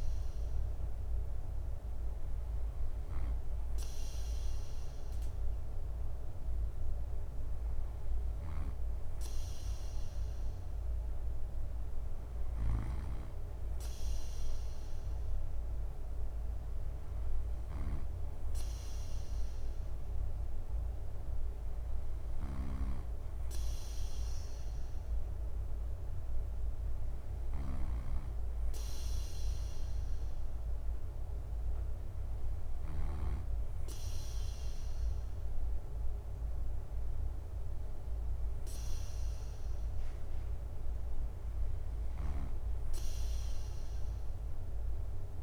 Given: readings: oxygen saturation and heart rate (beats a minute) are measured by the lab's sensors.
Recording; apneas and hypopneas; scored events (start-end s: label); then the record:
breathing in sleep, hard to hear, by a room microphone; none
7.50-32.50 s: snoring (device-marked)
From the record:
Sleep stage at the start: N2 (light sleep); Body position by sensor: on the right side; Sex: male